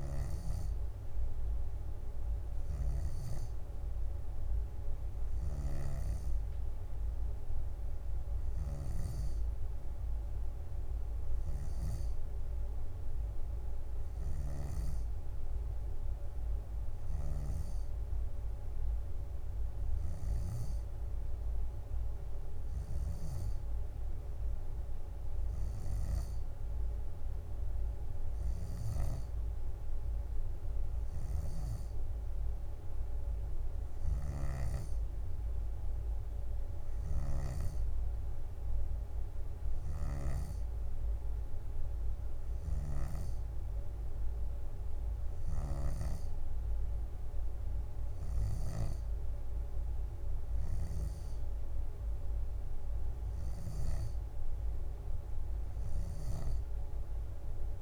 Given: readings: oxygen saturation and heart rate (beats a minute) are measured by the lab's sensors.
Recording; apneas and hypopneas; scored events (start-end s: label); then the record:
breathing in sleep by a room microphone; none
8.00-10.00 s: leg movement (device-marked)
25.50-26.50 s: leg movement (device-marked)
37.00-46.00 s: snoring (device-marked)
48.00-49.00 s: leg movement (device-marked)
From the record:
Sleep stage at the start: N2 (light sleep); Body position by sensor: on the back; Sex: female